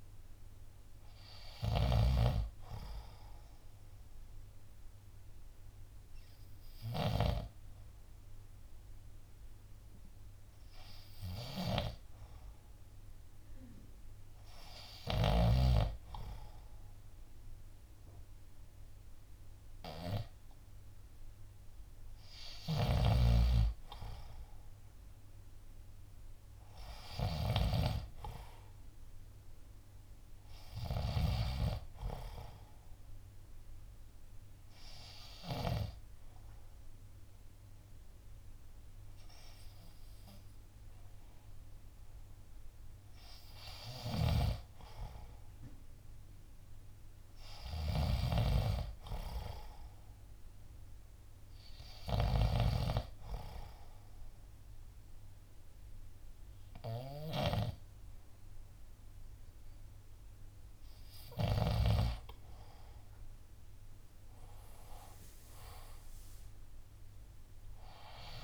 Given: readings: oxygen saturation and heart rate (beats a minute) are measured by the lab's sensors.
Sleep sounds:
breathing in sleep by a room microphone; 2
0.00-7.50 s: snoring (device-marked)
4.00-19.00 s: hypopnea (oxygen 93% before, 87% lowest, heart rate 69 before, 63 extreme, up 4 after)
10.50-18.50 s: oxygen desaturation (device-marked, oxygen 93% before, 89% lowest, heart rate 66 before, 65 extreme)
21.50-25.50 s: arousal
22.50-31.50 s: snoring (device-marked)
24.50-36.50 s: oxygen desaturation (device-marked, oxygen 93% before, 87% lowest, heart rate 66 before, 65 extreme)
33.00-44.00 s: obstructive apnea (oxygen 93% before, 87% lowest, heart rate 67 before, 65 extreme, up 2 after)
44.00-62.00 s: snoring (device-marked)
46.50-50.00 s: arousal
59.50-68.44 s: oxygen desaturation (device-marked, oxygen 92% before, 87% lowest, heart rate 67 before, 62 extreme)
From the record:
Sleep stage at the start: N2 (light sleep); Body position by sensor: on the left side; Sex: male

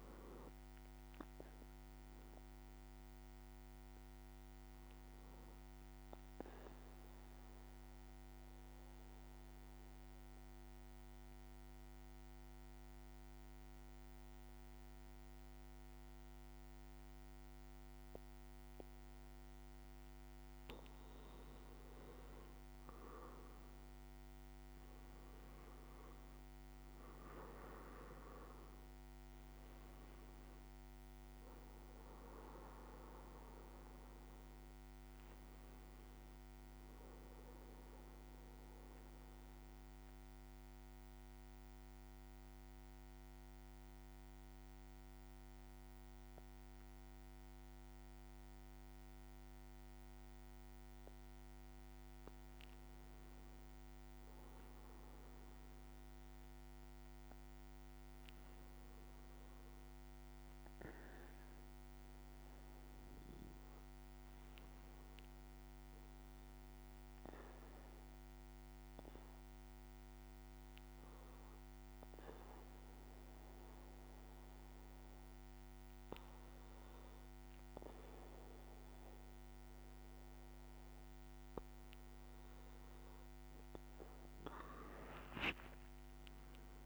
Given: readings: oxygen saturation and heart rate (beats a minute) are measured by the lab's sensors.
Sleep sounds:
breathing in sleep, hard to hear, by a microphone on the trachea; 3
5.50-20.50 s: obstructive apnea (oxygen 98% before, 96% lowest, heart rate 57 before, 53 extreme, up 7 after)
21.00-24.00 s: leg movement (device-marked)
23.00-27.00 s: arousal
28.50-86.86 s: bradycardia (device-marked, heart rate 56 before, 53 extreme)
37.50-51.00 s: mixed apnea (oxygen 98% before, 96% lowest, heart rate 57 before, 53 extreme, up 6 after)
52.50-56.00 s: leg movement (device-marked)
53.00-56.50 s: arousal
65.50-81.00 s: hypopnea (oxygen 99% before, 96% lowest, heart rate 56 before, 53 extreme, up 5 after)
83.00-86.50 s: leg movement (device-marked)
85.50-86.86 s: arousal
From the record:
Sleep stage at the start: N2 (light sleep); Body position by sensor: on the back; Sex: male

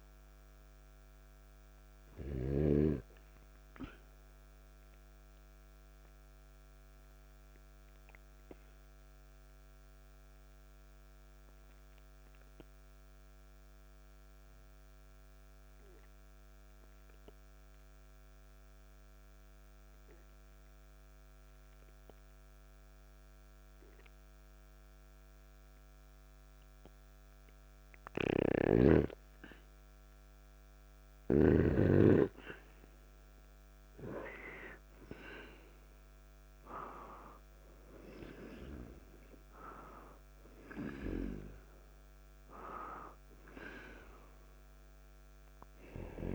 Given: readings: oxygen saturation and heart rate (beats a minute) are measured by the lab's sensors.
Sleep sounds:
breathing in sleep by a microphone on the trachea; 1
4.00-30.50 s: obstructive apnea (oxygen 98% before, 89% lowest, heart rate 57 before, 48 extreme, up 2 after)
9.50-24.50 s: oxygen desaturation (device-marked, oxygen 96% before, 91% lowest, heart rate 58 before, 48 extreme)
28.00-31.50 s: snoring (device-marked)
34.00-39.00 s: arousal
From the record:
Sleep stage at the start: N2 (light sleep); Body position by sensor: on the back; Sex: male

